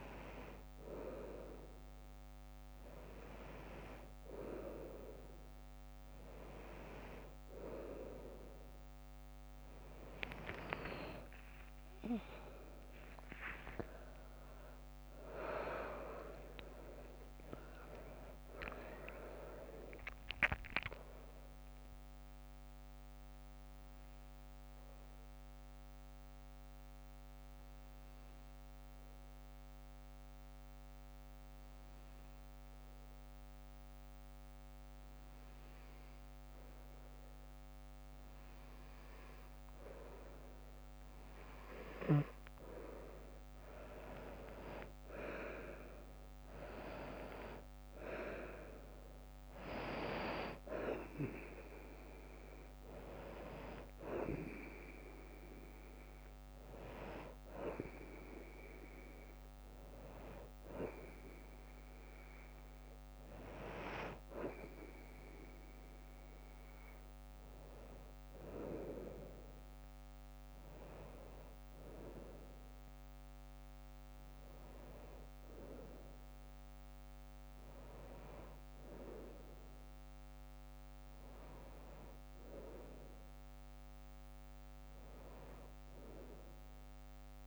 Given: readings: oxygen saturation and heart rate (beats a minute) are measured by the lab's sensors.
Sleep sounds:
breathing in sleep by a microphone on the trachea; 1
10.50-14.00 s: arousal
21.00-39.50 s: obstructive apnea (oxygen 97% before, 93% lowest, heart rate 61 before, 51 extreme, up 11 after)
41.00-44.00 s: arousal
47.50-71.50 s: oxygen desaturation (device-marked, oxygen 98% before, 93% lowest, heart rate 56 before, 53 extreme)
From the record:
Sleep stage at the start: N2 (light sleep); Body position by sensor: on the front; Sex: female

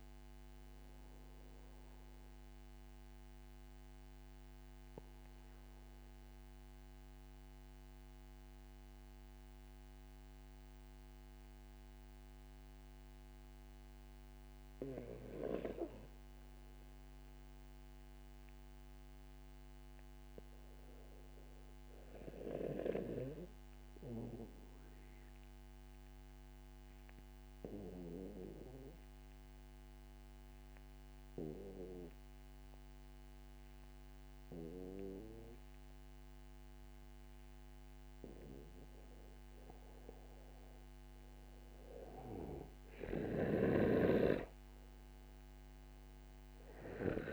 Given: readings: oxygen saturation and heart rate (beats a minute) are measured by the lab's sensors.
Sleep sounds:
breathing in sleep by a microphone on the trachea; 1
2.50-38.50 s: mixed apnea (oxygen 97% before, 91% lowest, heart rate 35 before, 43 extreme, up 1 after)
39.50-47.32 s: oxygen desaturation (device-marked, oxygen 96% before, 91% lowest, heart rate 58 before, 43 extreme)
42.00-45.50 s: arousal
From the record:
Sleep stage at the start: N2 (light sleep); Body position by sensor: on the back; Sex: male

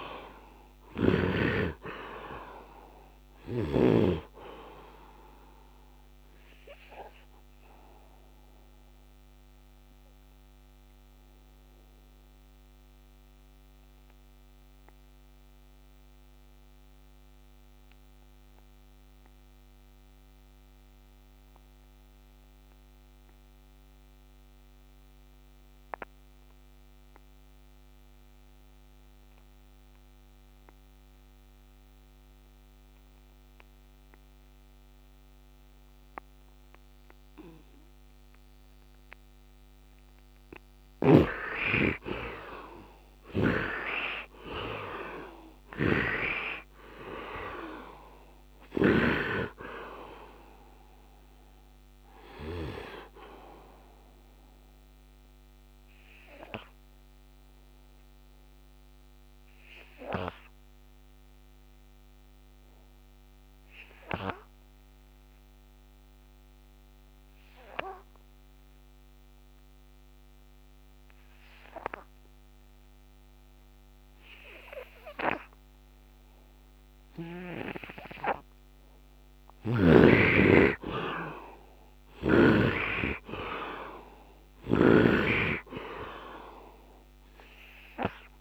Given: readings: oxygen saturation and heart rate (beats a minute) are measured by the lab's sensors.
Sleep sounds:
breathing in sleep by a microphone on the trachea; 2
0.00-1.50 s: arousal
0.00-23.00 s: bradycardia (device-marked, heart rate 31 extreme)
0.00-26.00 s: oxygen desaturation (device-marked, oxygen 70% lowest)
7.00-39.50 s: obstructive apnea (oxygen 98% before, 67% lowest)
28.00-70.00 s: oxygen desaturation (device-marked, oxygen 99% before, 67% lowest)
40.50-48.50 s: snoring (device-marked)
41.50-47.00 s: arousal
55.00-78.50 s: obstructive apnea (oxygen 99% before, 67% lowest)
75.00-88.41 s: oxygen desaturation (device-marked, oxygen 99% before, 73% lowest)
81.00-85.50 s: arousal
83.00-88.41 s: bradycardia (device-marked)
From the record:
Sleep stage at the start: N2 (light sleep); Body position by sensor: on the right side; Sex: male

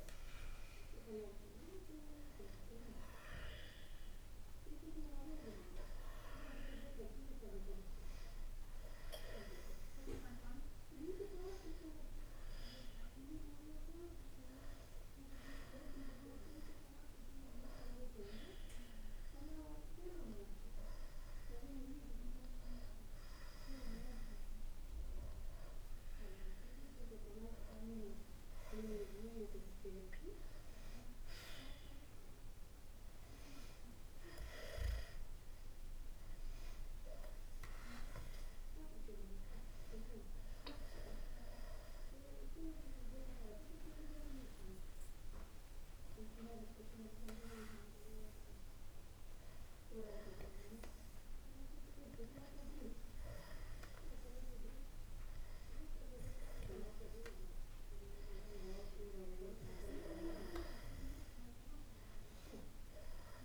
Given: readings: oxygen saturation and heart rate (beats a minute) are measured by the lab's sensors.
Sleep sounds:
breathing in sleep by a room microphone; 1
18.50-29.50 s: hypopnea (oxygen 98% before, 93% lowest, heart rate 59 before, 61 extreme, up 2 after)
31.50-37.00 s: arousal
59.00-63.45 s: arousal
From the record:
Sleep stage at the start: N2 (light sleep); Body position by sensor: on the back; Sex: male

